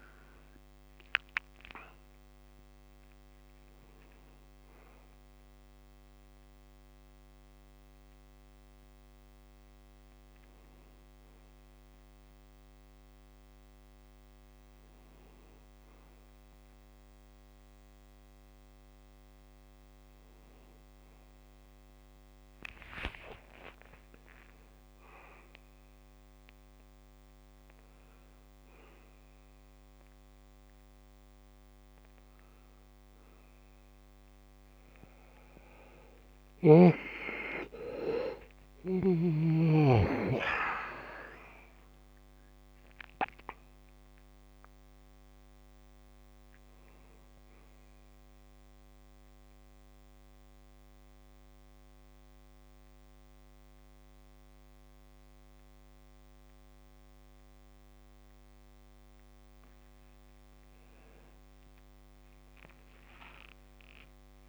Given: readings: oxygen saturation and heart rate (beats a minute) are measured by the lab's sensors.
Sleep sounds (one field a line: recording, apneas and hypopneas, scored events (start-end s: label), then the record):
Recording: a person awake in a sleep study, by a microphone on the trachea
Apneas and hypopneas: none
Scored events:
none scored
From the record:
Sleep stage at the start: awake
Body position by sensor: on the back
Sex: male